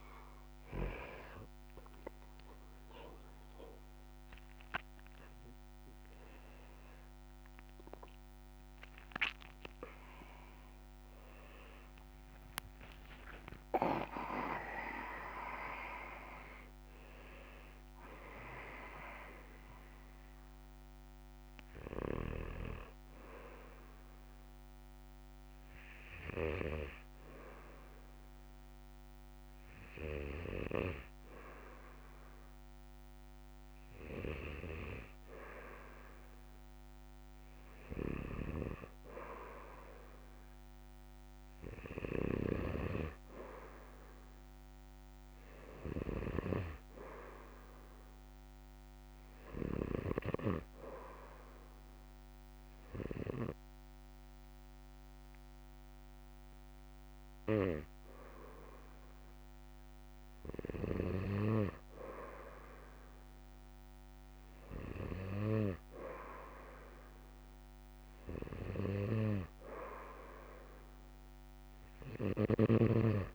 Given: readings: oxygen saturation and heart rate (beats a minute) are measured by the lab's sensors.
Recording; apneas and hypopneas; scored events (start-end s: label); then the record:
breathing in sleep by a microphone on the trachea; 2
15.50-20.00 s: arousal
25.50-35.50 s: hypopnea (oxygen 95% before, 94% lowest, heart rate 84 before, 62 extreme, up 1 after)
39.00-42.50 s: arousal
51.00-62.00 s: hypopnea (oxygen 98% before, 95% lowest, heart rate 65 before, 59 extreme, up 2 after)
65.50-68.00 s: arousal
From the record:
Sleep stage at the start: N2 (light sleep); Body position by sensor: on the back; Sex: male